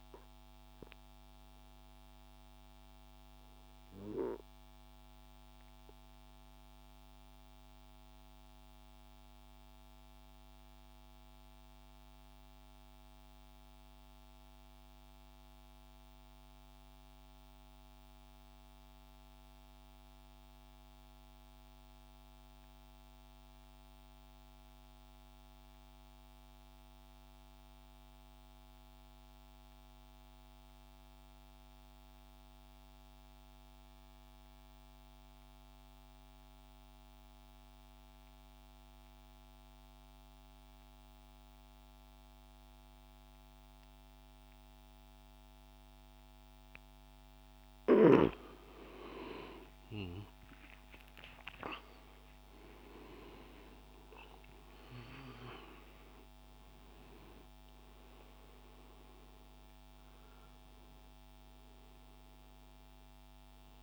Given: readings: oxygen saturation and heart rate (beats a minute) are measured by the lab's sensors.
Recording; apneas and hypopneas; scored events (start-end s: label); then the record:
breathing in sleep by a microphone on the trachea; 1
0.00-11.00 s: oxygen desaturation (device-marked, oxygen 90% lowest)
0.50-48.00 s: mixed apnea (oxygen 98% before, 86% lowest)
32.00-63.83 s: oxygen desaturation (device-marked, oxygen 98% before, 86% lowest, heart rate 75 before, 28 extreme)
49.00-53.50 s: arousal
From the record:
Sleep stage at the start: N2 (light sleep); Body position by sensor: on the right side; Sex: male